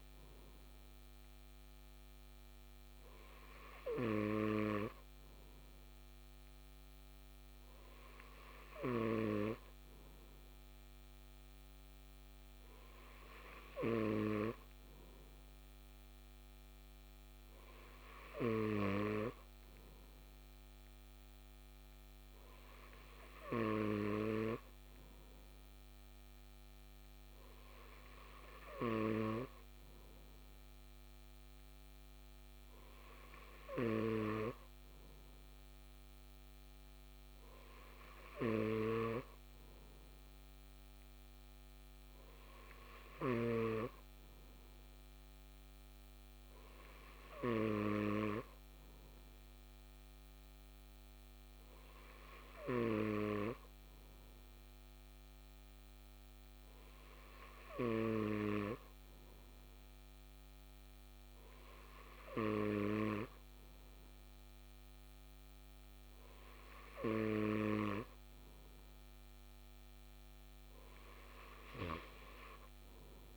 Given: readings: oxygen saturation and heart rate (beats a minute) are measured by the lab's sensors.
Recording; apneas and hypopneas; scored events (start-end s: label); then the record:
breathing in sleep by a microphone on the trachea; none
none scored
From the record:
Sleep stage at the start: N2 (light sleep); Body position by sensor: on the left side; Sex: male